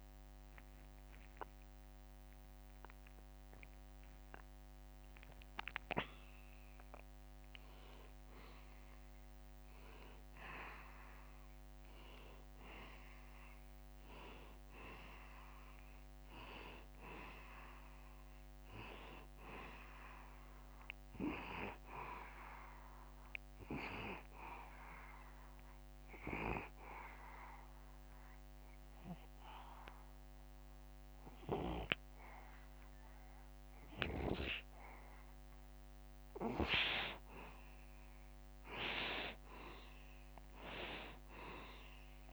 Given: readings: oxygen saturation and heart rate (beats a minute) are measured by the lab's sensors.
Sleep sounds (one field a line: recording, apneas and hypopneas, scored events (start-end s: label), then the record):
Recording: breathing in sleep by a microphone on the trachea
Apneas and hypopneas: 1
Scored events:
0.00-3.50 s: arousal
0.00-13.00 s: oxygen desaturation (device-marked, oxygen 89% lowest, heart rate 73 extreme)
26.50-37.00 s: obstructive apnea (oxygen 95% before, 89% lowest, heart rate 77 before, 72 extreme, up 0 after)
39.50-42.33 s: arousal
From the record:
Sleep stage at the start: N2 (light sleep)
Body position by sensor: on the back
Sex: male